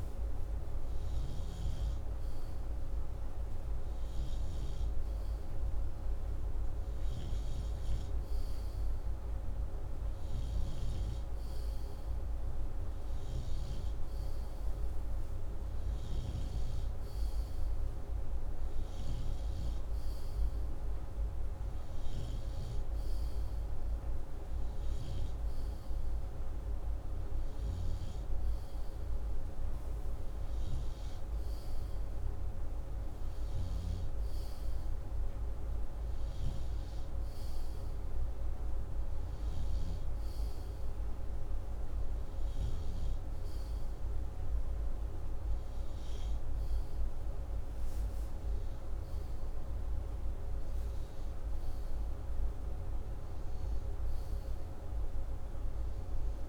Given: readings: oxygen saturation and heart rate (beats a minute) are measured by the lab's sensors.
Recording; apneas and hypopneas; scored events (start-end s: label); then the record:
breathing in sleep, hard to hear, by a room microphone; none
none scored
From the record:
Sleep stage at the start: N2 (light sleep); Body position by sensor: upright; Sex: male